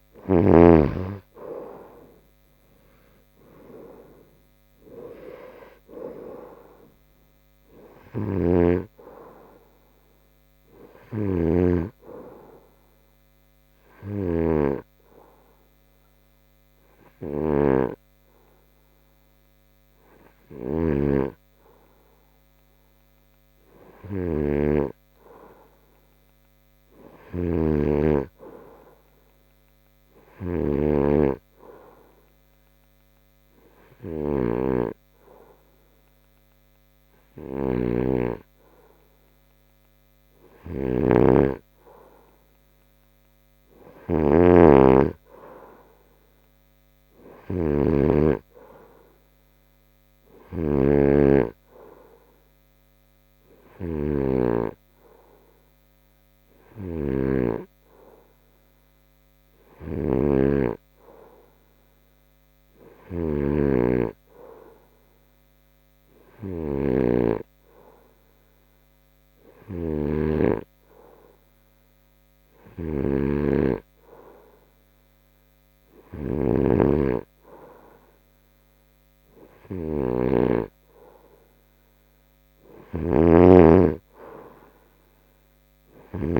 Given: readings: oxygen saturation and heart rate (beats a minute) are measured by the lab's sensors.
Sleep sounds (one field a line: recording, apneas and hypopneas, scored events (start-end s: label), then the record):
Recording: breathing in sleep by a microphone on the trachea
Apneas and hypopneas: 1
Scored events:
11.00-23.50 s: hypopnea (oxygen 94% before, 91% lowest, heart rate 77 before, 69 extreme)
24.00-28.00 s: arousal
From the record:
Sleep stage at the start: N2 (light sleep)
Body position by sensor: on the front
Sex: male